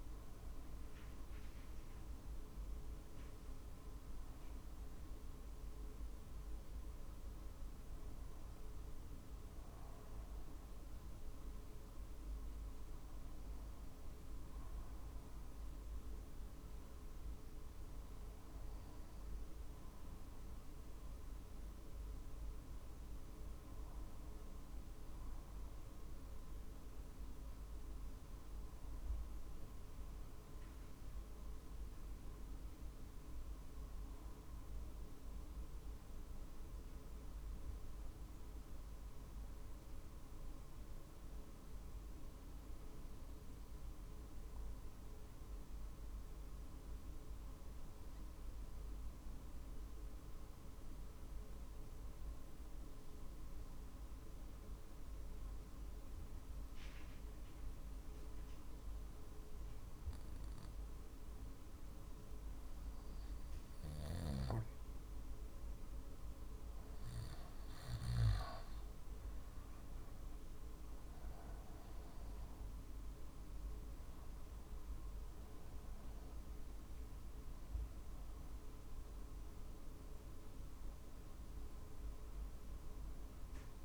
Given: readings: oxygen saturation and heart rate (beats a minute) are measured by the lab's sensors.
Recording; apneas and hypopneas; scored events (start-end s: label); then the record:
breathing in sleep, hard to hear, by a room microphone; 1
0.00-8.00 s: drop in pulse transit time (device-marked, heart rate 47 extreme)
20.00-23.50 s: arousal
21.00-37.00 s: oxygen desaturation (device-marked, oxygen 94% before, 89% lowest, heart rate 48 before, 46 extreme)
29.50-65.50 s: obstructive apnea (oxygen 94% before, 89% lowest, heart rate 47 before, 47 extreme, up 3 after)
68.50-72.50 s: arousal
From the record:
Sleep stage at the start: N2 (light sleep); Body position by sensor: on the back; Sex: male